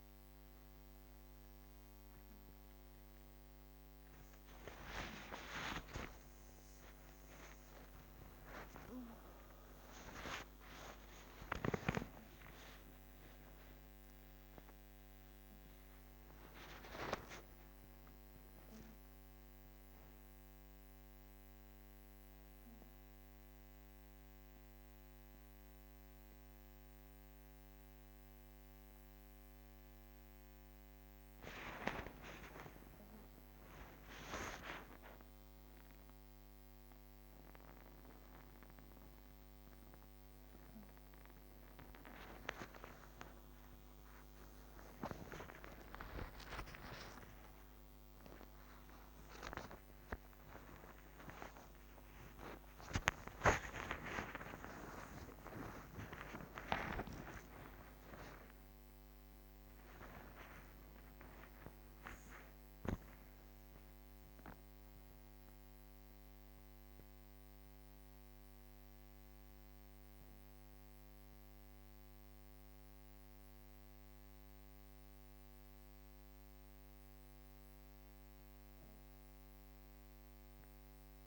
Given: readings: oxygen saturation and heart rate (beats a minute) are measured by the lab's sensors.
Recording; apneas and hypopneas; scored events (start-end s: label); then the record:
a person awake in a sleep study, by a microphone on the trachea; none
none scored
From the record:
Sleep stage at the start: awake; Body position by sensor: on the back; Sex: female